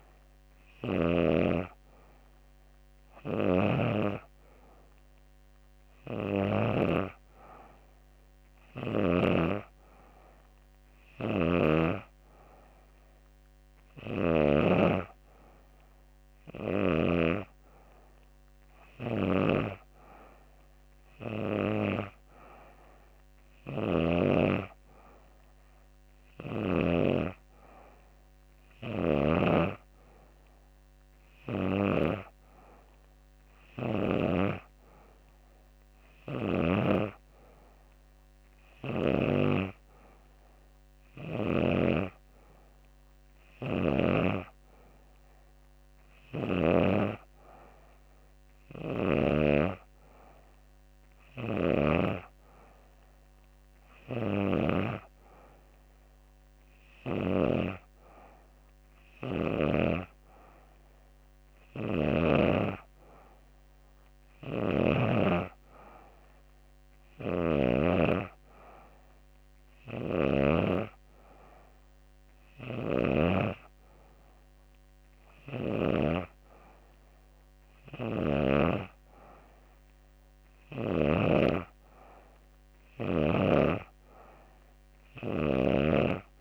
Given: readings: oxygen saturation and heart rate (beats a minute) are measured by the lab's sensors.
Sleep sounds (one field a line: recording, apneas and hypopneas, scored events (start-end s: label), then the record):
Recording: breathing in sleep by a microphone on the trachea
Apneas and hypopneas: none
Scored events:
63.50-67.00 s: snoring (device-marked)
74.50-85.00 s: snoring (device-marked)
From the record:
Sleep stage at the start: N2 (light sleep)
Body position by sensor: on the back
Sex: female